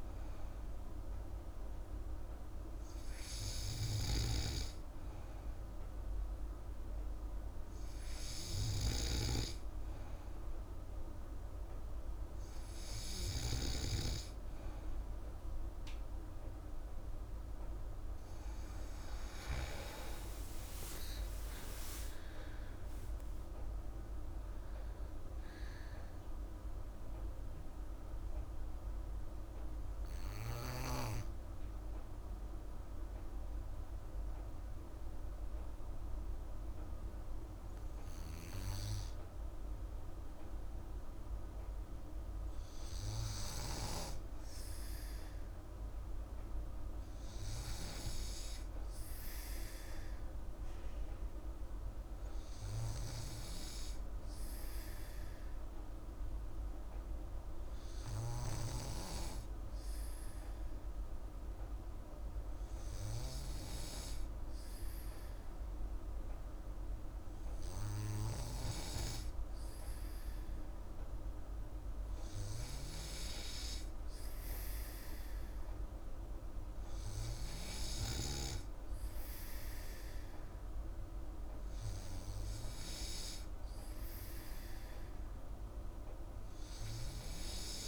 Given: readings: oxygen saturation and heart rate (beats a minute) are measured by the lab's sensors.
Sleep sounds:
breathing in sleep by a room microphone; 1
19.00-23.00 s: arousal
27.00-41.00 s: hypopnea (oxygen 95% before, 95% lowest, heart rate 124 before, 62 extreme, up 17 after)
33.00-87.88 s: new sleep stage, N2 (light sleep)
43.00-47.50 s: arousal
From the record:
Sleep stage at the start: N3 (deep sleep); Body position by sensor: on the back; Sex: female

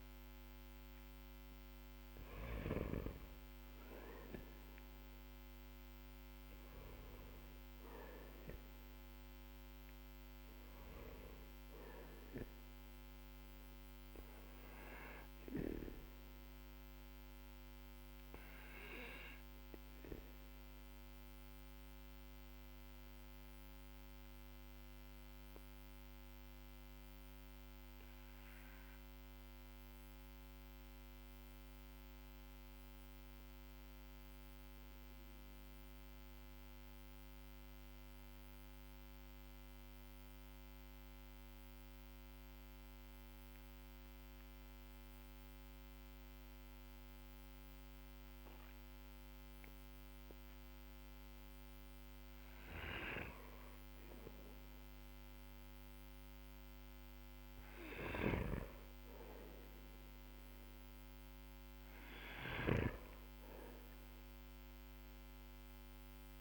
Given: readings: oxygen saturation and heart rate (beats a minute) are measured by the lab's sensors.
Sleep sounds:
breathing in sleep by a microphone on the trachea; 1
0.00-2.00 s: arousal
0.00-2.00 s: oxygen desaturation (device-marked, oxygen 95% lowest, heart rate 45 extreme)
4.00-39.00 s: oxygen desaturation (device-marked, oxygen 99% before, 92% lowest, heart rate 53 before, 43 extreme)
15.50-49.50 s: obstructive apnea (oxygen 99% before, 92% lowest, heart rate 51 before, 43 extreme, up 17 after)
50.50-56.00 s: arousal
57.00-62.00 s: snoring (device-marked)
From the record:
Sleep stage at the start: N1 (lightest sleep); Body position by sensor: on the back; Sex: male

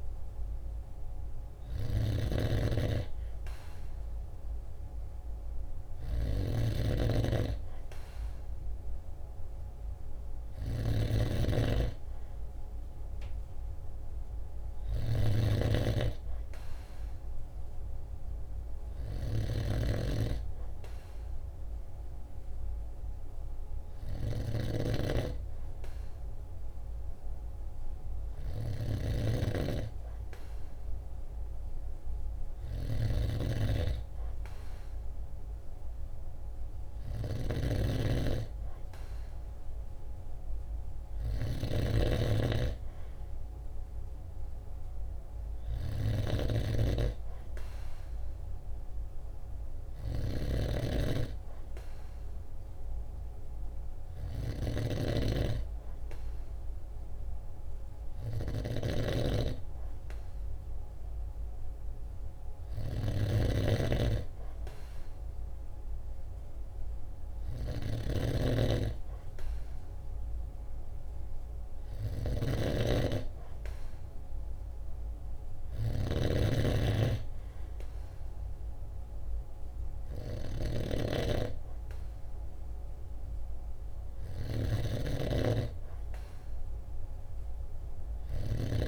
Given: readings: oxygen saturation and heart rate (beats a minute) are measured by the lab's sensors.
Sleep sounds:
breathing in sleep by a room microphone; none
0.00-88.88 s: snoring (device-marked)
From the record:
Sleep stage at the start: N2 (light sleep); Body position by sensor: on the right side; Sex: male

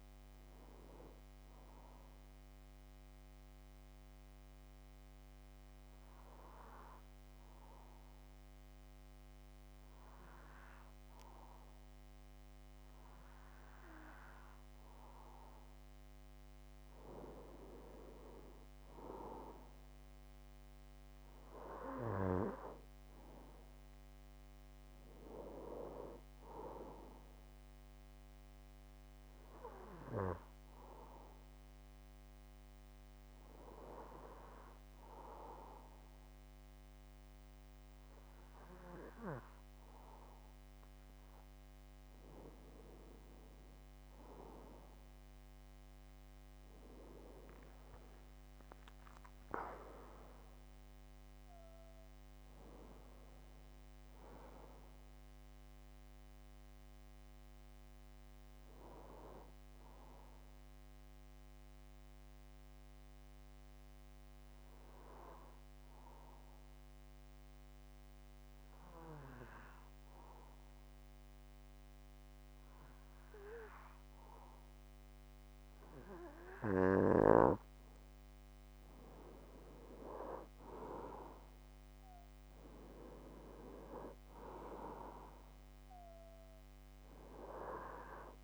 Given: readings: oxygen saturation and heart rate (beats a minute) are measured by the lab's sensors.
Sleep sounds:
breathing in sleep by a microphone on the trachea; 3
0.00-4.50 s: oxygen desaturation (device-marked, oxygen 90% lowest)
1.00-14.00 s: obstructive apnea (oxygen 97% before, 90% lowest)
16.00-20.50 s: arousal
22.50-35.50 s: oxygen desaturation (device-marked, oxygen 96% before, 92% lowest)
29.50-41.50 s: hypopnea (oxygen 97% before, 90% lowest)
46.50-50.50 s: arousal
60.00-75.50 s: obstructive apnea (oxygen 95% before, 90% lowest)
78.50-82.00 s: arousal
80.50-88.44 s: oxygen desaturation (device-marked, oxygen 96% before, 90% lowest)
From the record:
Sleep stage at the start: N2 (light sleep); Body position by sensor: on the back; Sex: male

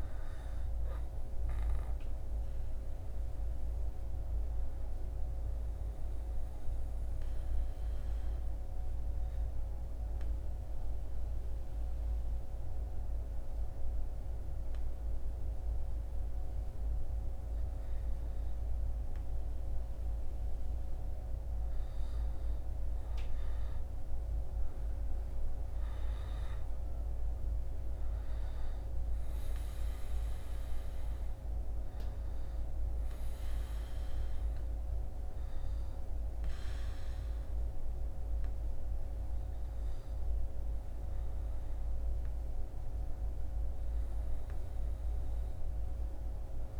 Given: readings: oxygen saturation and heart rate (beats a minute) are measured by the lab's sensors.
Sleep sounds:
breathing in sleep, hard to hear, by a room microphone; 1
5.00-19.50 s: obstructive apnea (oxygen 98% before, 94% lowest, heart rate 68 before, 61 extreme, up 6 after)
21.50-26.00 s: arousal
From the record:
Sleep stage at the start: N2 (light sleep); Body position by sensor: on the back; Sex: male

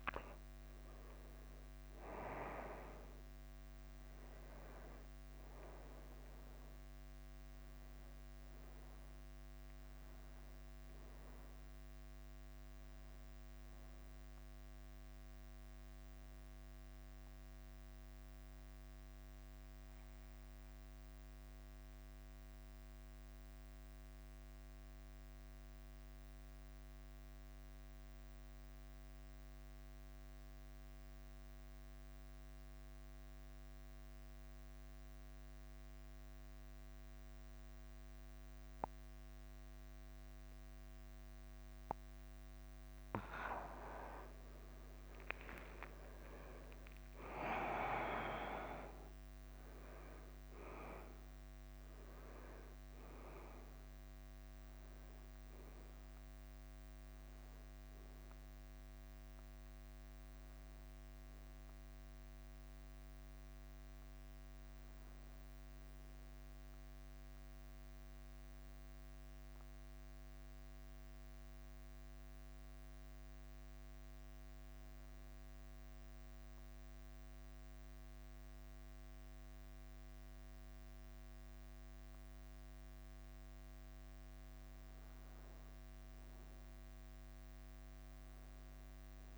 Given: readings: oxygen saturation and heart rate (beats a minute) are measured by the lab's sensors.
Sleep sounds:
breathing in sleep by a microphone on the trachea; 2
0.00-1.00 s: arousal
0.00-89.38 s: bradycardia (device-marked, heart rate 41 extreme)
19.00-43.00 s: mixed apnea (oxygen 99% before, 92% lowest, heart rate 54 before, 48 extreme, up 6 after)
44.50-49.00 s: arousal
45.50-63.50 s: oxygen desaturation (device-marked, oxygen 99% before, 93% lowest, heart rate 49 before, 51 extreme)
64.50-84.50 s: hypopnea (oxygen 99% before, 92% lowest, heart rate 54 before, 51 extreme, up 1 after)
69.50-88.50 s: oxygen desaturation (device-marked, oxygen 95% before, 92% lowest, heart rate 54 before, 51 extreme)
86.50-89.38 s: arousal
From the record:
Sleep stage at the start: N2 (light sleep); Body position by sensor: on the back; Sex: male

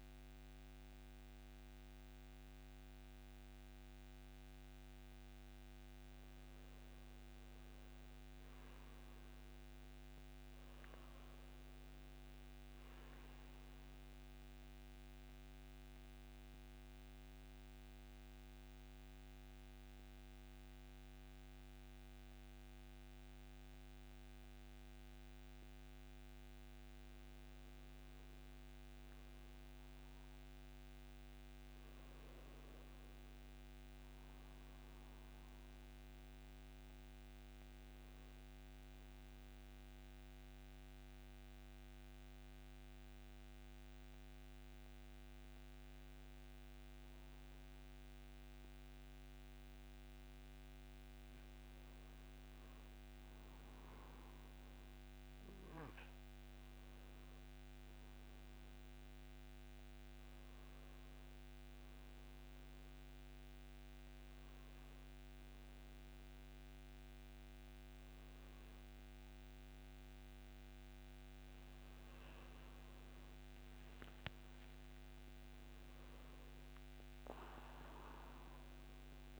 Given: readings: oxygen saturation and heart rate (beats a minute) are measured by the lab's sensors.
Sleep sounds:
breathing in sleep, hard to hear, by a microphone on the trachea; 2
0.00-11.00 s: oxygen desaturation (device-marked, oxygen 92% lowest)
7.50-11.50 s: arousal
14.00-25.00 s: central apnea (oxygen 96% before, 89% lowest)
19.00-31.00 s: oxygen desaturation (device-marked, oxygen 93% before, 89% lowest)
27.50-32.00 s: arousal
37.50-51.50 s: mixed apnea (oxygen 96% before, 90% lowest)
54.50-57.50 s: arousal
57.00-65.00 s: oxygen desaturation (device-marked, oxygen 96% before, 90% lowest)
66.00-79.40 s: new sleep stage, N1 (lightest sleep)
76.00-79.40 s: arousal
From the record:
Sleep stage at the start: N2 (light sleep); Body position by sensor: on the back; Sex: male

